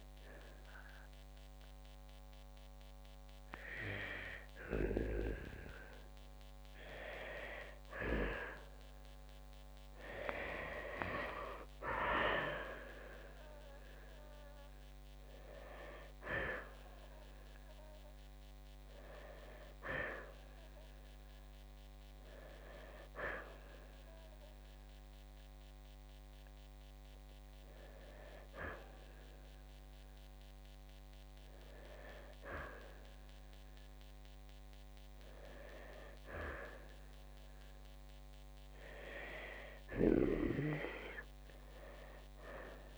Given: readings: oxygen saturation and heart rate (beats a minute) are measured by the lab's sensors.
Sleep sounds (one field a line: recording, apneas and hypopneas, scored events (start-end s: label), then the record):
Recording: breathing in sleep by a microphone on the trachea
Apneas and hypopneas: none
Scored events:
1.50-13.50 s: oxygen desaturation (device-marked, oxygen 90% before, 86% lowest, heart rate 65 before, 53 extreme)
12.50-16.50 s: arousal
33.50-42.98 s: oxygen desaturation (device-marked, oxygen 90% before, 87% lowest, heart rate 64 before, 60 extreme)
From the record:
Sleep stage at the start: N2 (light sleep)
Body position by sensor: on the right side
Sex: male